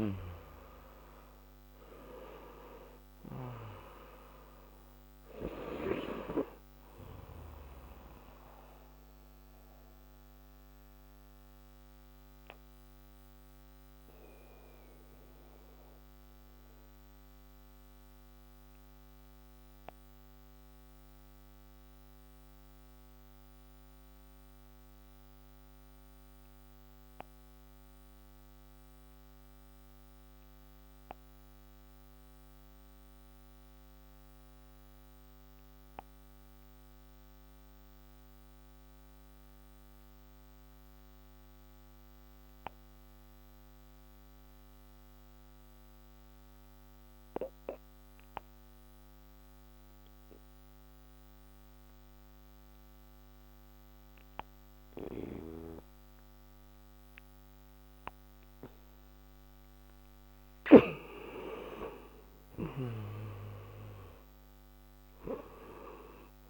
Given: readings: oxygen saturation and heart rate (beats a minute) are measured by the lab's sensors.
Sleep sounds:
breathing in sleep by a microphone on the trachea; 1
0.00-28.50 s: oxygen desaturation (device-marked, oxygen 85% lowest)
9.00-58.50 s: obstructive apnea (oxygen 97% before, 82% lowest)
53.50-66.49 s: oxygen desaturation (device-marked, oxygen 96% before, 93% lowest)
62.00-66.49 s: arousal
From the record:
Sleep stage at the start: N2 (light sleep); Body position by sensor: on the back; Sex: male

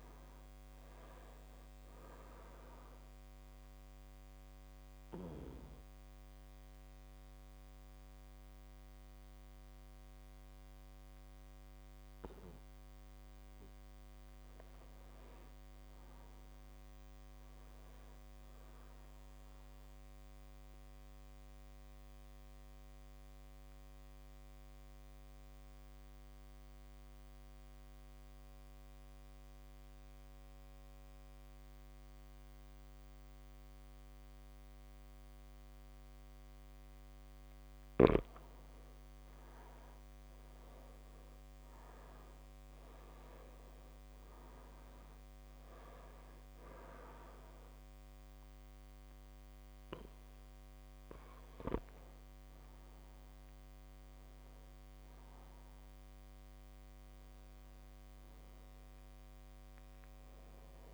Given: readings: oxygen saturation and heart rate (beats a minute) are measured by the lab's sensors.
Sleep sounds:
breathing in sleep by a microphone on the trachea; 2
2.00-23.00 s: oxygen desaturation (device-marked, oxygen 98% before, 94% lowest)
3.50-13.50 s: obstructive apnea (oxygen 99% before, 94% lowest)
14.50-17.50 s: arousal
20.50-37.50 s: mixed apnea (oxygen 99% before, 94% lowest)
39.50-43.50 s: arousal
45.00-60.94 s: oxygen desaturation (device-marked, oxygen 99% before, 94% lowest)
From the record:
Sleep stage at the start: N2 (light sleep); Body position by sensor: on the back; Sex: male

